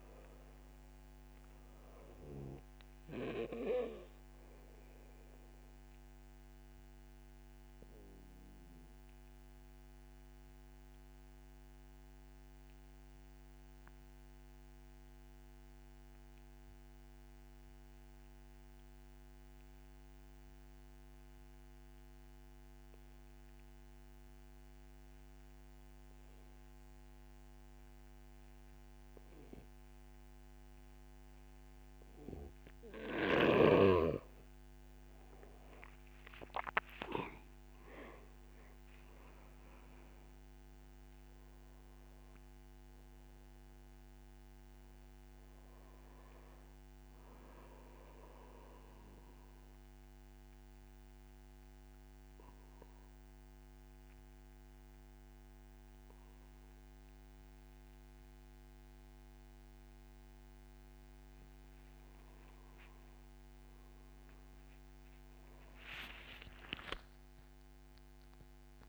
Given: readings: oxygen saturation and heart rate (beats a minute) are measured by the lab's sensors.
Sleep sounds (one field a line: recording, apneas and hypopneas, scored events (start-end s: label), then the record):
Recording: breathing in sleep by a microphone on the trachea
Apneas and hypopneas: 2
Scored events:
0.00-24.00 s: oxygen desaturation (device-marked, oxygen 88% lowest, heart rate 48 extreme)
3.50-31.50 s: obstructive apnea (oxygen 97% before, 88% lowest, heart rate 67 before, 48 extreme)
35.00-38.50 s: arousal
36.00-64.00 s: oxygen desaturation (device-marked, oxygen 97% before, 88% lowest, heart rate 65 before, 52 extreme)
49.00-61.50 s: obstructive apnea (oxygen 97% before, 88% lowest, heart rate 59 before, 52 extreme, up 24 after)
66.00-68.89 s: new sleep stage, awake
From the record:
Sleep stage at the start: N2 (light sleep)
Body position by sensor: on the back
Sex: male